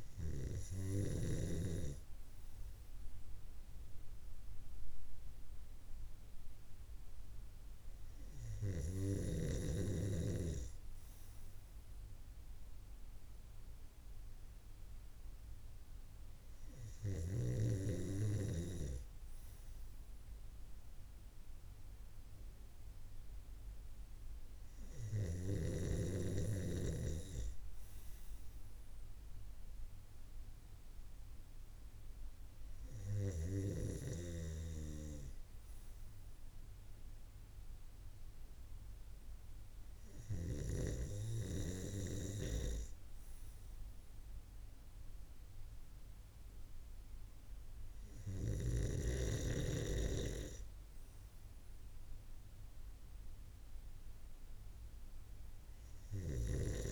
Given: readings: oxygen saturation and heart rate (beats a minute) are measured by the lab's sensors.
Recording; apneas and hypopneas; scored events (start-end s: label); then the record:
breathing in sleep by a room microphone; none
none scored
From the record:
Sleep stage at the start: N2 (light sleep); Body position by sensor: on the right side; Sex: male